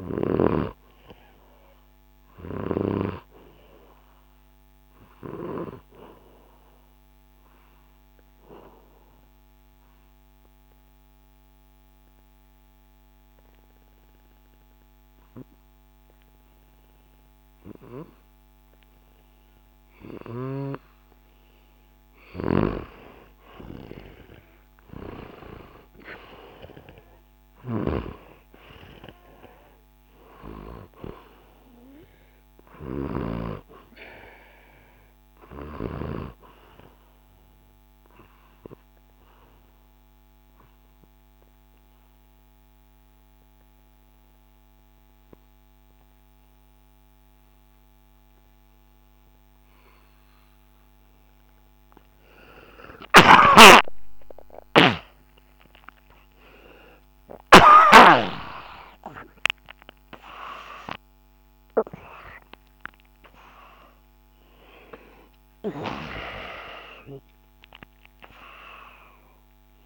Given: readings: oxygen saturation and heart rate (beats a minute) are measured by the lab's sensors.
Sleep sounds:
breathing in sleep by a microphone on the trachea; 2
0.00-16.50 s: oxygen desaturation (device-marked, oxygen 89% lowest, heart rate 65 extreme)
0.50-22.00 s: obstructive apnea (oxygen 97% before, 89% lowest, heart rate 66 before, 65 extreme)
24.00-28.50 s: arousal
27.50-33.00 s: snoring (device-marked)
30.50-43.50 s: oxygen desaturation (device-marked, oxygen 97% before, 91% lowest, heart rate 67 before, 68 extreme)
34.50-51.50 s: obstructive apnea (oxygen 97% before, 91% lowest, heart rate 67 before, 69 extreme, up 20 after)
52.50-57.50 s: snoring (device-marked)
54.00-59.50 s: arousal
From the record:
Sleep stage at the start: N2 (light sleep); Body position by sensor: on the back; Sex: male

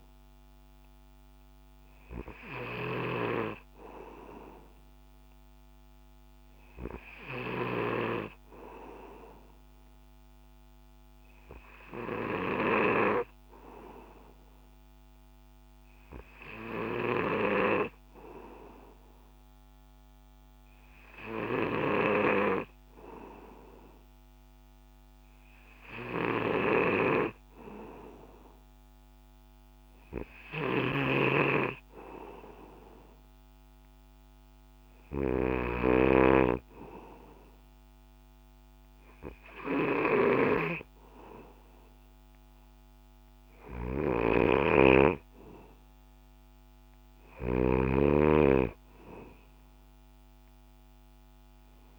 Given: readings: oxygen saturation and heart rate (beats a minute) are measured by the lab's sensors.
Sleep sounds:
breathing in sleep by a microphone on the trachea; none
0.00-8.00 s: snoring (device-marked)
21.50-51.99 s: snoring (device-marked)
From the record:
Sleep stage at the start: N2 (light sleep); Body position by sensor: on the back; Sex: male

